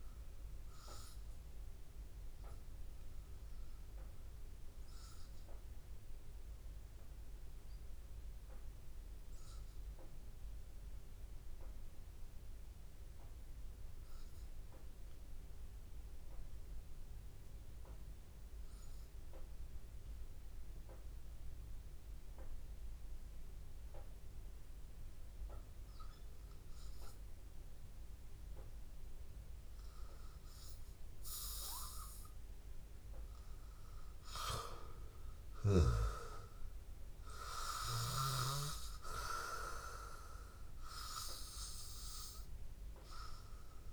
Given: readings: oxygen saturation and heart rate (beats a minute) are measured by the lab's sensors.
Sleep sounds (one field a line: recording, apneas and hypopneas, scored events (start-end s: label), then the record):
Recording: breathing in sleep by a room microphone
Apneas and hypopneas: 1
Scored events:
0.00-8.00 s: oxygen desaturation (device-marked, oxygen 91% lowest, heart rate 79 extreme)
5.00-32.50 s: hypopnea (oxygen 96% before, 92% lowest, heart rate 86 before, 79 extreme, up 5 after)
21.00-23.00 s: long interval between heartbeats (device-marked, heart rate 83 before, 83 extreme)
27.00-43.93 s: oxygen desaturation (device-marked, oxygen 98% before, 92% lowest, heart rate 83 before, 82 extreme)
35.00-40.00 s: arousal
From the record:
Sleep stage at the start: N2 (light sleep)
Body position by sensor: on the back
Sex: male